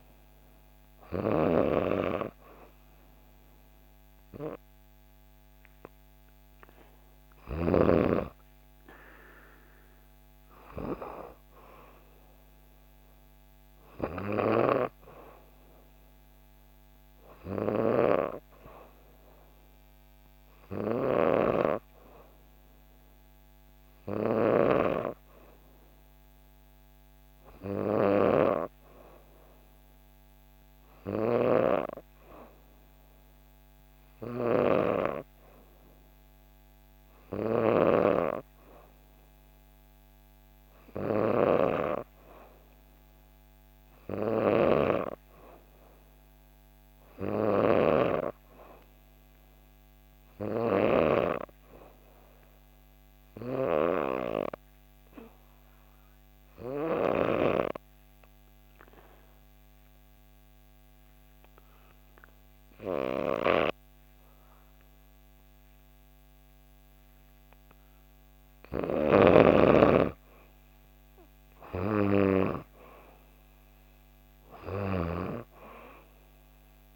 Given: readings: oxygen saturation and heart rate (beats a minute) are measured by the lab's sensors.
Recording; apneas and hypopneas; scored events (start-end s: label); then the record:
breathing in sleep by a microphone on the trachea; 1
0.00-10.00 s: oxygen desaturation (device-marked, oxygen 90% lowest, heart rate 65 extreme)
30.50-37.50 s: snoring (device-marked)
44.00-50.50 s: snoring (device-marked)
50.50-53.50 s: arousal
57.00-68.50 s: obstructive apnea (oxygen 95% before, 88% lowest, heart rate 66 before, 64 extreme, up 3 after)
71.00-76.96 s: oxygen desaturation (device-marked, oxygen 94% before, 88% lowest, heart rate 66 before, 64 extreme)
From the record:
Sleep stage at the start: N3 (deep sleep); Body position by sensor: on the back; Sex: female